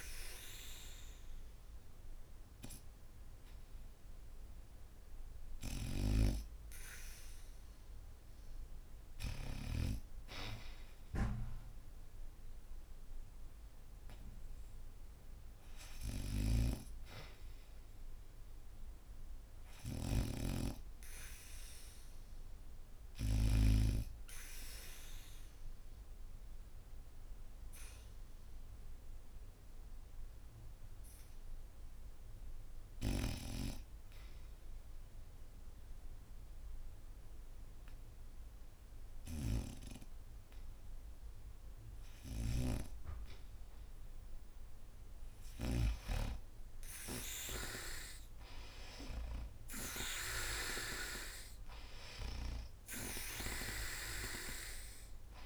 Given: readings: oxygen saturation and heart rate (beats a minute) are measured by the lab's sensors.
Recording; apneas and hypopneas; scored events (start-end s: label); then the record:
breathing in sleep by a room microphone; 1
0.00-24.00 s: oxygen desaturation (device-marked, oxygen 86% lowest, heart rate 74 extreme)
19.50-23.50 s: snoring (device-marked)
24.50-41.50 s: hypopnea (oxygen 94% before, 79% lowest, heart rate 78 before, 74 extreme, up 1 after)
43.00-55.45 s: oxygen desaturation (device-marked, oxygen 92% before, 79% lowest, heart rate 78 before, 75 extreme)
47.50-52.00 s: arousal
From the record:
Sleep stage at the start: REM sleep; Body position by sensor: on the back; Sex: female